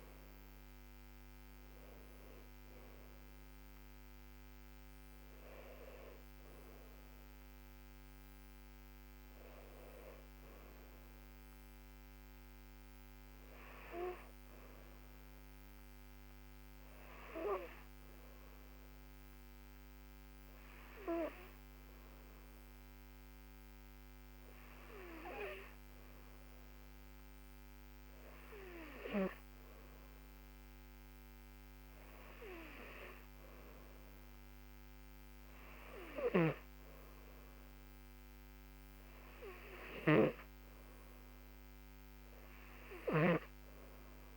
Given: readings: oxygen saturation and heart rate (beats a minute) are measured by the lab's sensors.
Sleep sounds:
breathing in sleep by a microphone on the trachea; none
none scored
From the record:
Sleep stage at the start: N2 (light sleep); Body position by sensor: on the back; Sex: female

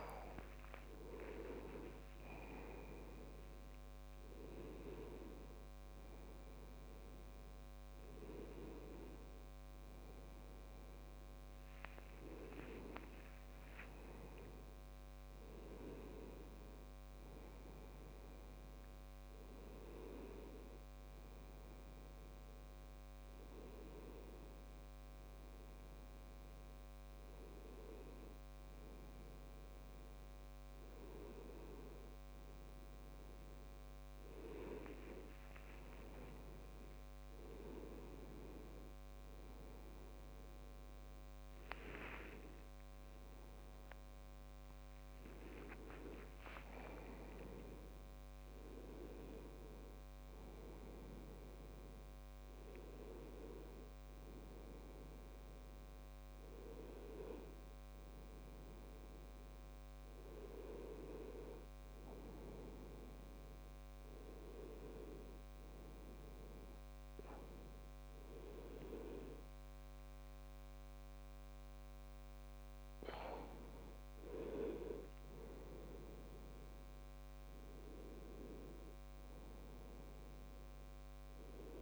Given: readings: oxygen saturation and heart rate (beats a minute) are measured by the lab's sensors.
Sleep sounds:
a person awake in a sleep study, by a microphone on the trachea; none
0.00-1.00 s: long interval between heartbeats (device-marked, heart rate 94 extreme)
56.00-81.81 s: new sleep stage, N1 (lightest sleep)
From the record:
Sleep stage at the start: awake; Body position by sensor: on the back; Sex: male

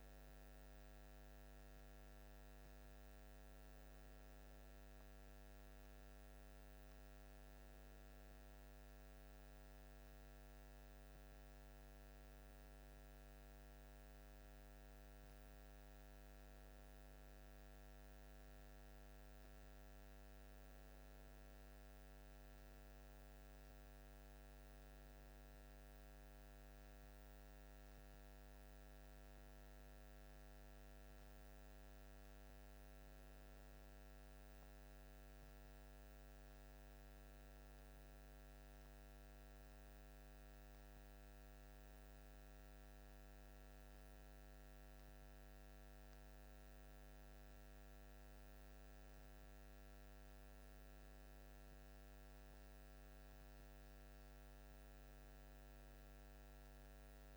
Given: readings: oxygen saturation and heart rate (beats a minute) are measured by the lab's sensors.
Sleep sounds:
breathing in sleep, hard to hear, by a microphone on the trachea; none
none scored
From the record:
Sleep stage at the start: N1 (lightest sleep); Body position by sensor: on the back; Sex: male

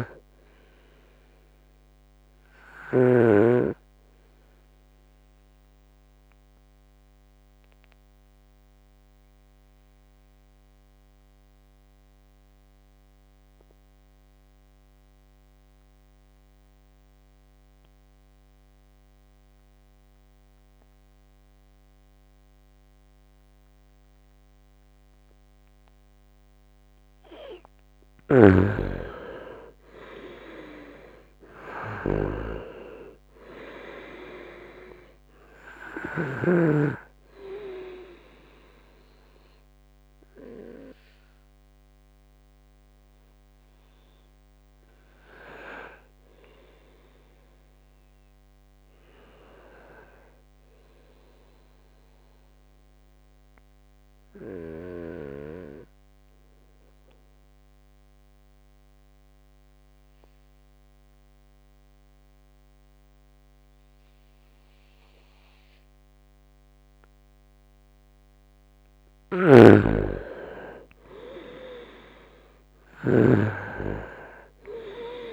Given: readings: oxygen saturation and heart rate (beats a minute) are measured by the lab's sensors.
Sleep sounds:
breathing in sleep by a microphone on the trachea; 2
0.00-3.00 s: snoring (device-marked)
0.00-19.00 s: oxygen desaturation (device-marked, oxygen 83% lowest, heart rate 66 extreme)
6.00-27.00 s: obstructive apnea (oxygen 98% before, 83% lowest, heart rate 70 before, 66 extreme, up 3 after)
25.00-55.00 s: oxygen desaturation (device-marked, oxygen 99% before, 86% lowest, heart rate 70 before, 66 extreme)
29.50-33.50 s: arousal
54.50-67.50 s: obstructive apnea (oxygen 97% before, 88% lowest, heart rate 71 before, 65 extreme, up 3 after)
69.00-73.00 s: snoring (device-marked)
70.00-74.00 s: arousal
72.00-75.33 s: oxygen desaturation (device-marked, oxygen 98% before, 88% lowest, heart rate 71 before, 65 extreme)
From the record:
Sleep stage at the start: N2 (light sleep); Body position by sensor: on the right side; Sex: male

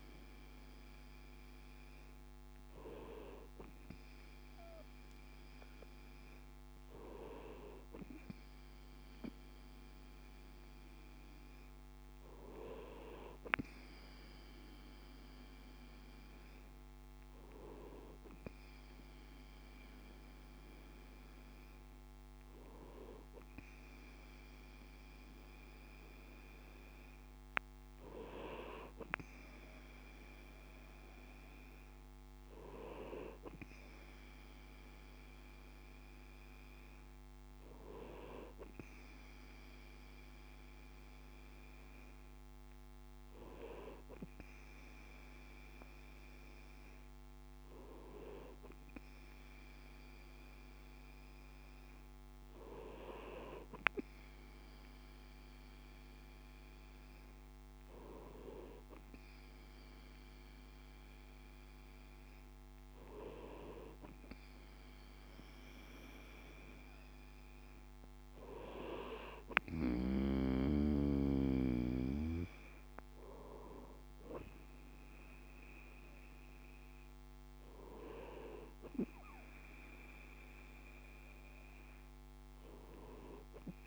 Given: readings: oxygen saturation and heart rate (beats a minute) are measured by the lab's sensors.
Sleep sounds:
breathing in sleep by a microphone on the trachea; none
none scored
From the record:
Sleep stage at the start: N2 (light sleep); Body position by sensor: on the right side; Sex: male

